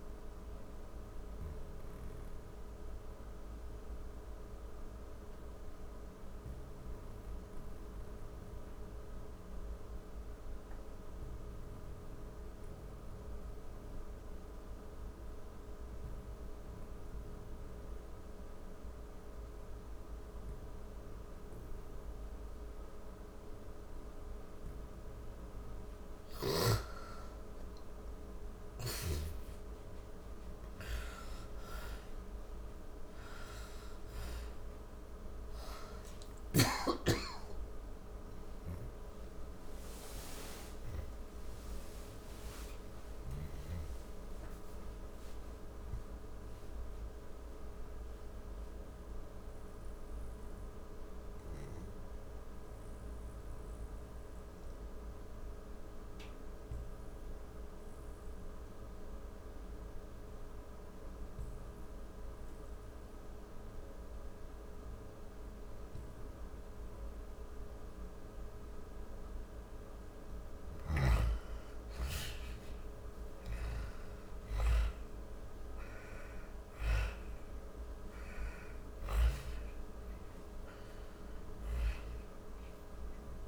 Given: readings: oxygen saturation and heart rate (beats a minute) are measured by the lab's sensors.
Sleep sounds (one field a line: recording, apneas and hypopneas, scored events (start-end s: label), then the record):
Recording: breathing in sleep, hard to hear, by a room microphone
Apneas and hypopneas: 2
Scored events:
0.00-15.50 s: oxygen desaturation (device-marked, oxygen 83% lowest, heart rate 47 extreme)
1.50-23.00 s: obstructive apnea (oxygen 97% before, 83% lowest, heart rate 96 before, 47 extreme, up 28 after)
27.50-83.48 s: new sleep stage, N1 (lightest sleep)
29.50-58.50 s: oxygen desaturation (device-marked, oxygen 98% before, 90% lowest, heart rate 57 before, 49 extreme)
34.50-41.00 s: arousal
45.50-68.00 s: hypopnea (oxygen 99% before, 89% lowest, heart rate 111 before, 49 extreme, up 24 after)
67.50-83.48 s: oxygen desaturation (device-marked, oxygen 99% before, 89% lowest, heart rate 60 before, 48 extreme)
69.50-74.50 s: arousal
From the record:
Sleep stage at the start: N2 (light sleep)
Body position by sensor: on the back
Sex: female